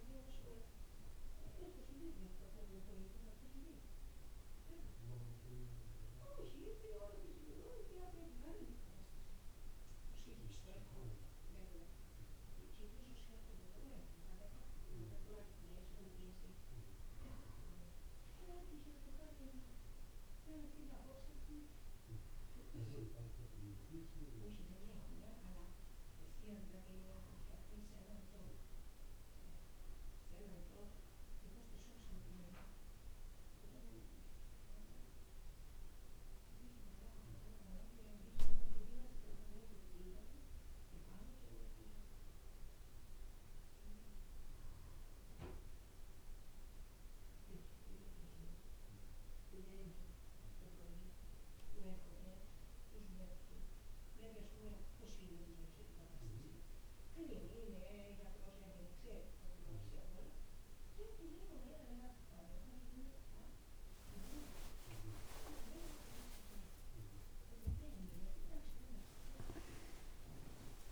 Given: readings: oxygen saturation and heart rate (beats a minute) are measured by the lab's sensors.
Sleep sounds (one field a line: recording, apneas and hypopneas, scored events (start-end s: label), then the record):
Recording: breathing in sleep by a room microphone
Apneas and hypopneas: none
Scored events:
65.50-70.92 s: new sleep stage, N1 (lightest sleep)
66.00-68.00 s: long interval between heartbeats (device-marked, heart rate 57 before, 70 extreme)
67.00-70.92 s: arousal
From the record:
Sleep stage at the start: N2 (light sleep)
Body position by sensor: on the back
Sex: male